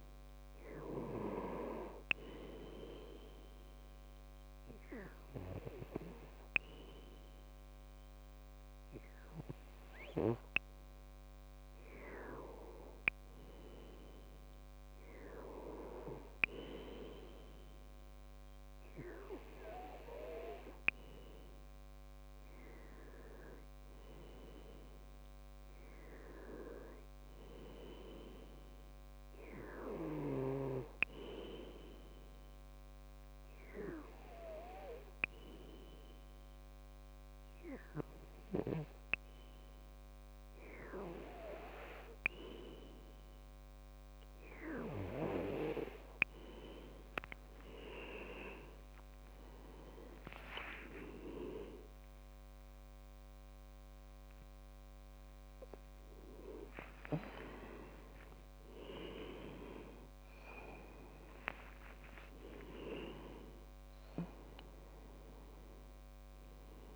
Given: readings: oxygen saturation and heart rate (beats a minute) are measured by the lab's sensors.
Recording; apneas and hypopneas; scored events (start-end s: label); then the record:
a person partly awake in a sleep study, by a microphone on the trachea; 2
3.00-13.00 s: hypopnea (oxygen 97% before, 93% lowest, heart rate 66 before, 65 extreme, up 4 after)
14.50-18.00 s: arousal
33.00-44.00 s: hypopnea (oxygen 96% before, 93% lowest, heart rate 69 before, 65 extreme, up 24 after)
46.00-66.96 s: new sleep stage, awake
48.50-50.50 s: long interval between heartbeats (device-marked, heart rate 67 before, 79 extreme)
50.50-52.50 s: long interval between heartbeats (device-marked, heart rate 68 before, 87 extreme)
55.00-66.96 s: oxygen desaturation (device-marked, oxygen 96% before, 93% lowest, heart rate 73 before, 63 extreme)
From the record:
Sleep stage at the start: N2 (light sleep); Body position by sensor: on the back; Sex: male